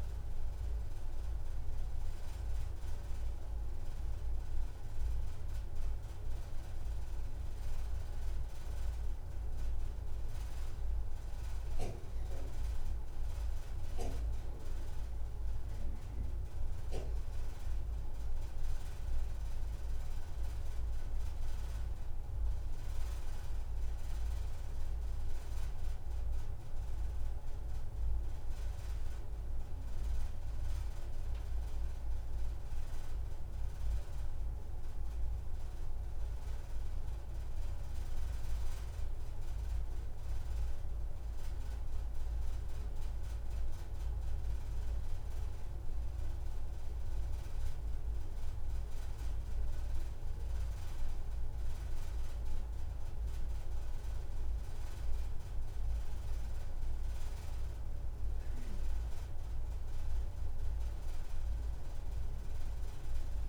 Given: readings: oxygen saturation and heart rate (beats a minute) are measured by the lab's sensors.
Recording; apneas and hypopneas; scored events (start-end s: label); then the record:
breathing in sleep, hard to hear, by a room microphone; none
5.00-7.00 s: long interval between heartbeats (device-marked)
9.50-11.50 s: long interval between heartbeats (device-marked, heart rate 35 before, 109 extreme)
16.00-18.00 s: long interval between heartbeats (device-marked, heart rate 65 before, 124 extreme)
19.00-21.00 s: long interval between heartbeats (device-marked, heart rate 78 before, 130 extreme)
21.00-23.00 s: long interval between heartbeats (device-marked, heart rate 89 before, 137 extreme)
25.00-27.00 s: long interval between heartbeats (device-marked, heart rate 115 before, 138 extreme)
27.50-29.50 s: long interval between heartbeats (device-marked, heart rate 127 before, 137 extreme)
30.50-32.50 s: long interval between heartbeats (device-marked, heart rate 134 before, 107 extreme)
32.50-34.50 s: long interval between heartbeats (device-marked, heart rate 133 before, 126 extreme)
35.00-37.00 s: long interval between heartbeats (device-marked, heart rate 134 before, 136 extreme)
37.00-39.00 s: long interval between heartbeats (device-marked, heart rate 136 before, 167 extreme)
40.50-42.50 s: long interval between heartbeats (device-marked, heart rate 143 before, 144 extreme)
46.00-48.00 s: long interval between heartbeats (device-marked, heart rate 130 before, 47 extreme)
48.50-50.50 s: long interval between heartbeats (device-marked, heart rate 121 before, 43 extreme)
52.00-54.00 s: long interval between heartbeats (device-marked, heart rate 109 before, 94 extreme)
58.50-60.50 s: long interval between heartbeats (device-marked)
61.50-63.49 s: long interval between heartbeats (device-marked, heart rate 74 before, 48 extreme)
From the record:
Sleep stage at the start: N2 (light sleep); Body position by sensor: on the back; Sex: female